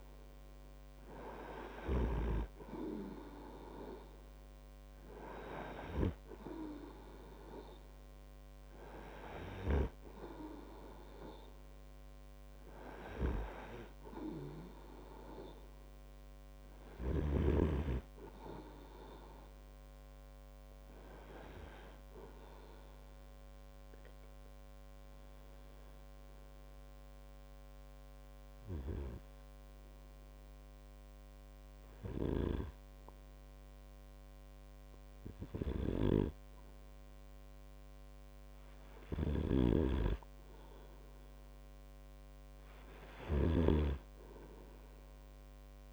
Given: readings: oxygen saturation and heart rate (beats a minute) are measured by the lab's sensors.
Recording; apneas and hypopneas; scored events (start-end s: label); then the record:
breathing in sleep by a microphone on the trachea; 1
0.00-2.50 s: snoring (device-marked)
24.00-39.00 s: obstructive apnea (oxygen 98% before, 95% lowest)
32.50-45.92 s: snoring (device-marked)
44.00-45.92 s: arousal
From the record:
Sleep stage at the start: N2 (light sleep); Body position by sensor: on the right side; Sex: male